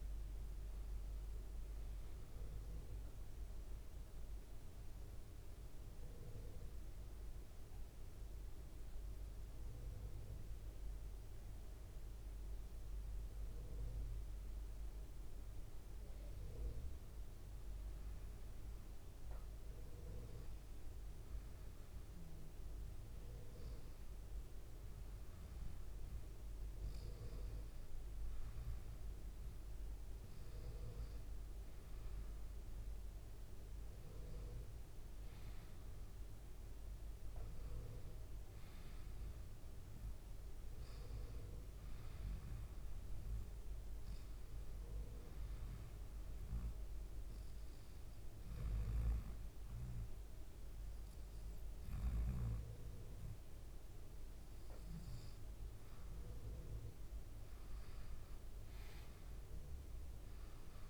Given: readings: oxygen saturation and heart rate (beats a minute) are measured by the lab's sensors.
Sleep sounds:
breathing in sleep, hard to hear, by a room microphone; 2
0.00-14.00 s: oxygen desaturation (device-marked, oxygen 90% lowest, heart rate 72 extreme)
5.00-23.50 s: hypopnea (oxygen 95% before, 90% lowest, heart rate 76 before, 72 extreme, up 0 after)
26.50-30.50 s: arousal
27.00-54.00 s: oxygen desaturation (device-marked, oxygen 96% before, 92% lowest, heart rate 75 before, 70 extreme)
37.00-60.90 s: new sleep stage, N2 (light sleep)
45.00-55.50 s: hypopnea (oxygen 96% before, 90% lowest, heart rate 73 before, 70 extreme, up 3 after)
58.00-60.90 s: arousal
From the record:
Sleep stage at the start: N1 (lightest sleep); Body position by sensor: on the back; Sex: male

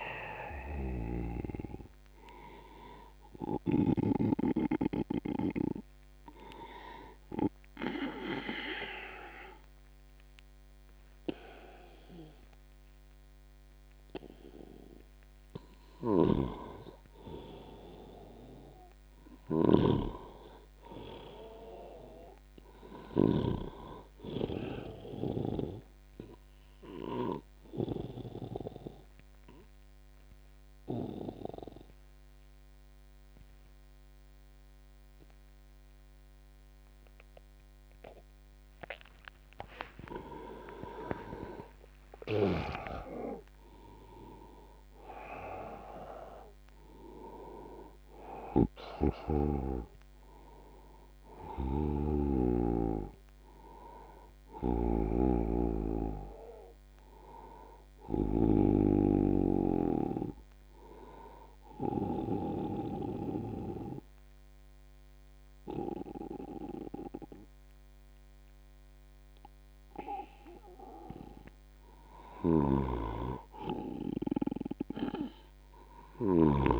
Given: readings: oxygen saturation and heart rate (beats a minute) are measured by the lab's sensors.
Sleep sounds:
breathing in sleep by a microphone on the trachea; 3
0.00-9.00 s: oxygen desaturation (device-marked, oxygen 82% lowest, heart rate 69 extreme)
3.00-16.00 s: hypopnea (oxygen 96% before, 82% lowest, heart rate 88 before, 78 extreme, up 6 after)
16.00-23.50 s: snoring (device-marked)
18.00-21.00 s: arousal
27.00-38.50 s: obstructive apnea (oxygen 99% before, 89% lowest, heart rate 84 before, 75 extreme, up 5 after)
39.50-43.00 s: arousal
41.00-60.00 s: oxygen desaturation (device-marked, oxygen 97% before, 89% lowest, heart rate 82 before, 75 extreme)
51.50-55.00 s: snoring (device-marked)
61.00-72.50 s: obstructive apnea (oxygen 97% before, 88% lowest, heart rate 82 before, 75 extreme, up 14 after)
72.50-76.50 s: snoring (device-marked)
From the record:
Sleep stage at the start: N2 (light sleep); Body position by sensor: on the back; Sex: male

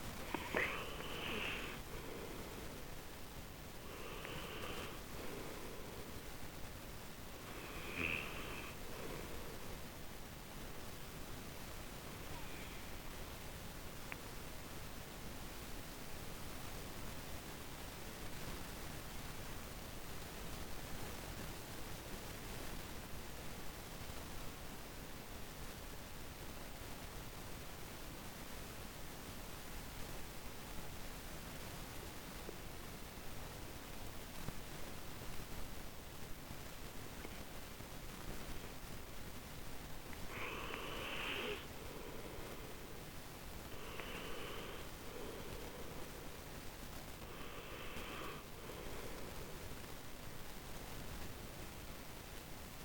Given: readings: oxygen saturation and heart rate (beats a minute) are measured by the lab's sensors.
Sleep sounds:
breathing in sleep by a microphone on the trachea; none
0.00-2.50 s: arousal
2.50-24.50 s: oxygen desaturation (device-marked, oxygen 98% before, 89% lowest)
38.50-52.85 s: oxygen desaturation (device-marked, oxygen 99% before, 91% lowest)
From the record:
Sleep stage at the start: N2 (light sleep); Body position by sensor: on the right side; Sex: male

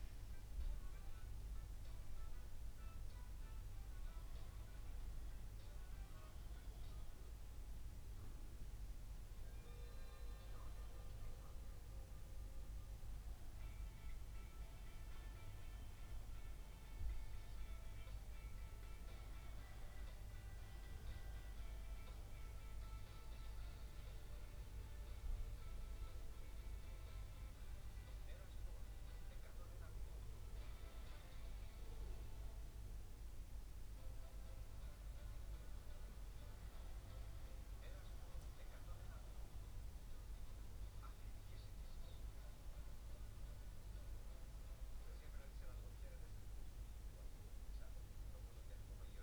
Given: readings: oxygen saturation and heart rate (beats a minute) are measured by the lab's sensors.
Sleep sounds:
breathing in sleep, hard to hear, by a room microphone; none
0.00-8.00 s: oxygen desaturation (device-marked, oxygen 95% lowest, heart rate 64 extreme)
From the record:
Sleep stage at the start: N2 (light sleep); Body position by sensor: on the back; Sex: male

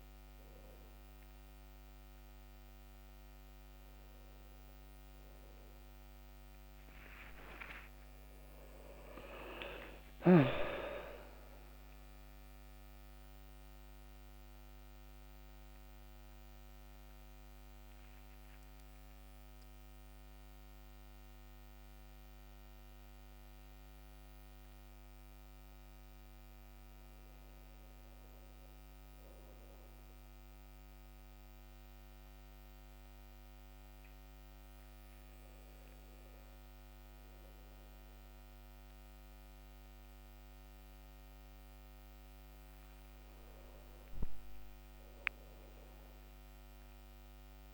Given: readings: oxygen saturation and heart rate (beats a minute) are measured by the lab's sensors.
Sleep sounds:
breathing in sleep by a microphone on the trachea; 1
5.00-9.50 s: arousal
13.50-26.00 s: mixed apnea (oxygen 96% before, 95% lowest, heart rate 69 before, 67 extreme, up 1 after)
28.00-32.00 s: arousal
From the record:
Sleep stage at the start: N2 (light sleep); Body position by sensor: on the back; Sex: male

